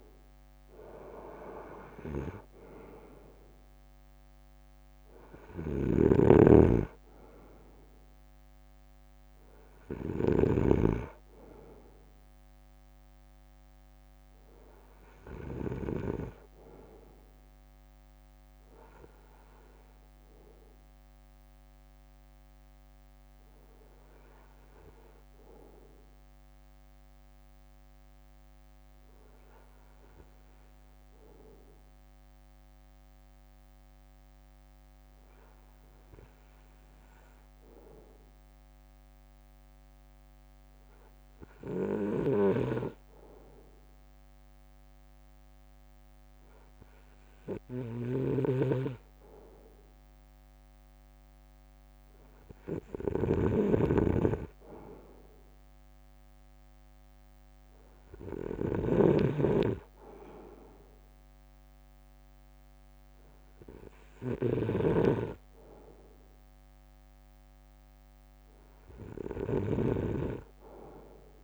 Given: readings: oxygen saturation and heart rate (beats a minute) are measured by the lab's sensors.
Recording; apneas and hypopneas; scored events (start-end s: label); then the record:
breathing in sleep by a microphone on the trachea; 1
4.00-20.00 s: drop in pulse transit time (device-marked, heart rate 58 before, 52 extreme)
5.50-16.00 s: snoring (device-marked)
25.00-43.50 s: hypopnea (oxygen 96% before, 94% lowest, heart rate 59 before, 54 extreme, up 4 after)
42.00-71.44 s: snoring (device-marked)
44.50-48.00 s: arousal
55.00-67.00 s: drop in pulse transit time (device-marked, heart rate 58 before, 54 extreme)
From the record:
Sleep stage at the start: N2 (light sleep); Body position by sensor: on the front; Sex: male